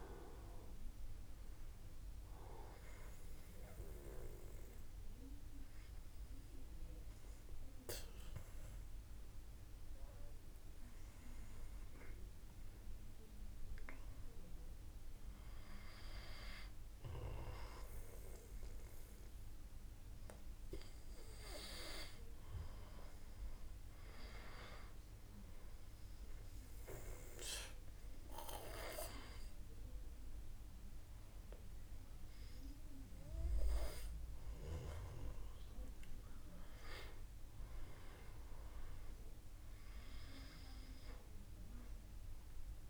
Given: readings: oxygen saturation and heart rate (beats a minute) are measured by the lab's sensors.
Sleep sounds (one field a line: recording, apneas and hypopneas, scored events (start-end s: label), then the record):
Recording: breathing in sleep by a room microphone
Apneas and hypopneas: 1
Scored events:
0.00-1.50 s: arousal
2.50-13.50 s: obstructive apnea (oxygen 98% before, 94% lowest)
14.00-17.00 s: arousal
From the record:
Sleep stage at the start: N2 (light sleep)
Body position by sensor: on the back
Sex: male